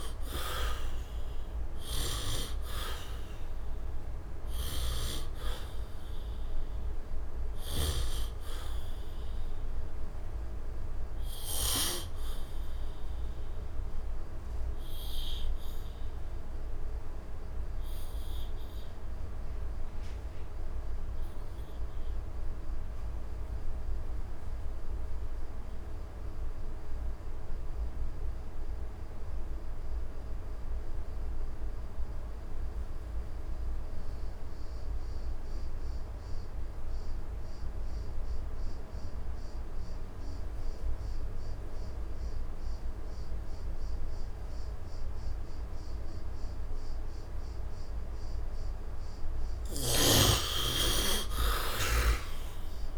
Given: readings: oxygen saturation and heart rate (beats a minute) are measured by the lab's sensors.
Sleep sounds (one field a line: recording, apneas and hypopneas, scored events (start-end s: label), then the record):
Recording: breathing in sleep by a room microphone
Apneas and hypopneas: 1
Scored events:
0.00-7.50 s: snoring (device-marked)
0.00-20.50 s: oxygen desaturation (device-marked, oxygen 71% lowest, heart rate 74 extreme)
6.50-52.98 s: new sleep stage, N2 (light sleep)
8.00-48.00 s: obstructive apnea (oxygen 97% before, 66% lowest, heart rate 80 before, 74 extreme, up 9 after)
31.50-52.98 s: oxygen desaturation (device-marked, oxygen 100% before, 66% lowest, heart rate 77 before, 73 extreme)
50.50-52.98 s: arousal
From the record:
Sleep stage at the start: REM sleep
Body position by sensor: on the back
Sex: male